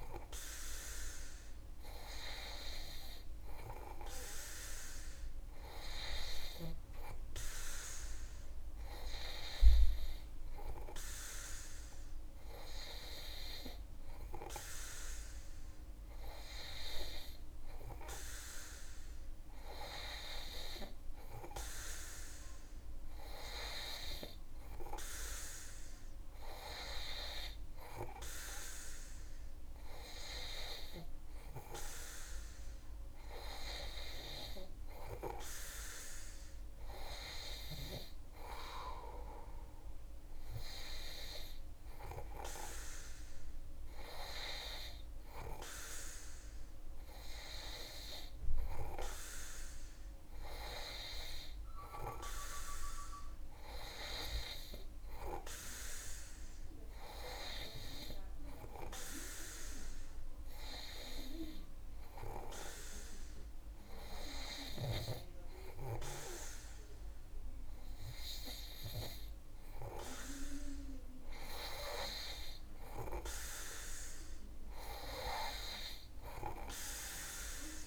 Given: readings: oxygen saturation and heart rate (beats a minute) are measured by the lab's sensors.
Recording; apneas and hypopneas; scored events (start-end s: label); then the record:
breathing in sleep by a room microphone; none
none scored
From the record:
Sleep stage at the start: N2 (light sleep); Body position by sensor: on the back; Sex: male